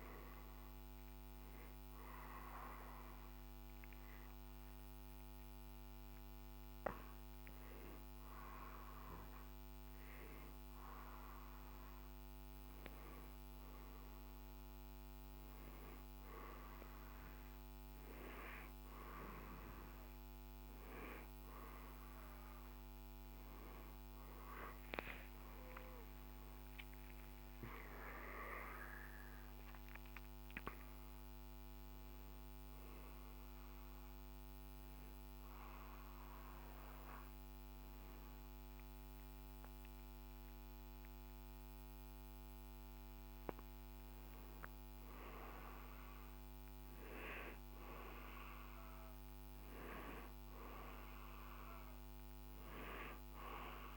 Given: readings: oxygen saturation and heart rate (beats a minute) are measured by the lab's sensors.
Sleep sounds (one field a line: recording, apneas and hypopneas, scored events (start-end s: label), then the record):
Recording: breathing in sleep by a microphone on the trachea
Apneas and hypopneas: 2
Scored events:
2.00-13.00 s: hypopnea (oxygen 98% before, 94% lowest, heart rate 72 before, 57 extreme, up 5 after)
16.00-20.50 s: arousal
30.00-42.50 s: hypopnea (oxygen 97% before, 93% lowest, heart rate 64 before, 56 extreme, up 9 after)
32.00-53.97 s: new sleep stage, N2 (light sleep)
44.50-48.50 s: arousal
From the record:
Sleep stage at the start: N1 (lightest sleep)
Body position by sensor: on the right side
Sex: male